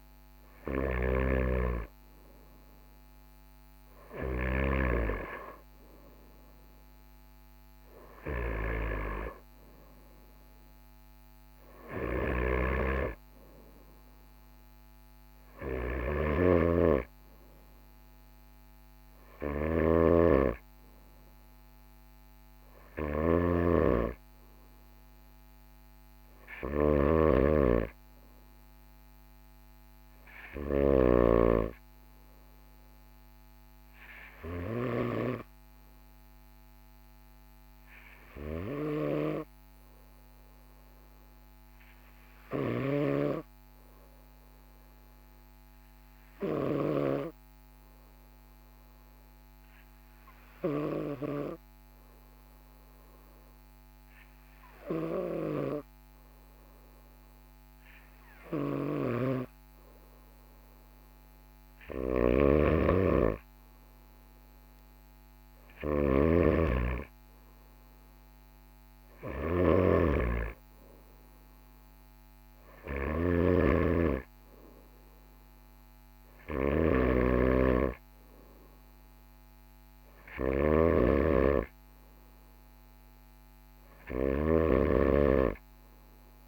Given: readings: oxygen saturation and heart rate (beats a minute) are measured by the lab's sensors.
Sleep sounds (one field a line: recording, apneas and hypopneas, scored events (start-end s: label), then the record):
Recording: breathing in sleep by a microphone on the trachea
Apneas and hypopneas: 1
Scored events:
0.00-1.00 s: snoring (device-marked)
16.00-31.00 s: snoring (device-marked)
30.50-34.50 s: arousal
36.50-59.00 s: hypopnea (oxygen 98% before, 96% lowest, heart rate 45 before, 44 extreme, up 1 after)
42.50-47.00 s: snoring (device-marked)
58.50-86.48 s: snoring (device-marked)
61.00-64.50 s: arousal
From the record:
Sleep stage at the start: N2 (light sleep)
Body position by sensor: on the right side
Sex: male